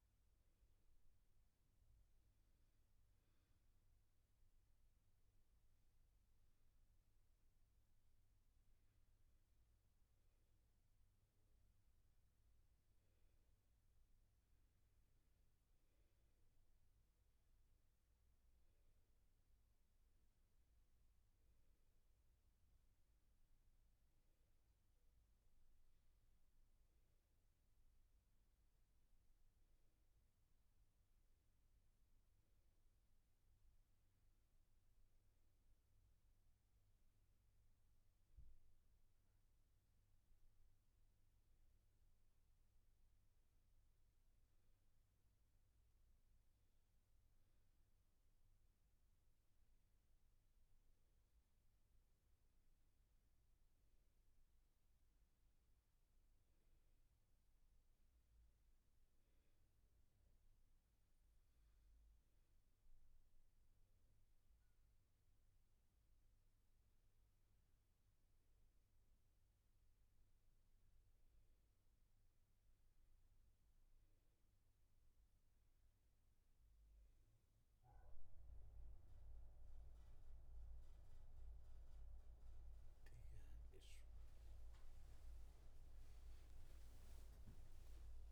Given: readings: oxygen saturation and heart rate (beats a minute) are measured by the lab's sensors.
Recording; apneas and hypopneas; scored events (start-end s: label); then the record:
breathing in sleep, hard to hear, by a room microphone; none
55.50-70.50 s: oxygen desaturation (device-marked, oxygen 96% before, 93% lowest, heart rate 74 before, 69 extreme)
75.50-88.32 s: new sleep stage, awake
From the record:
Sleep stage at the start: N2 (light sleep); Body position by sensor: on the back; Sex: male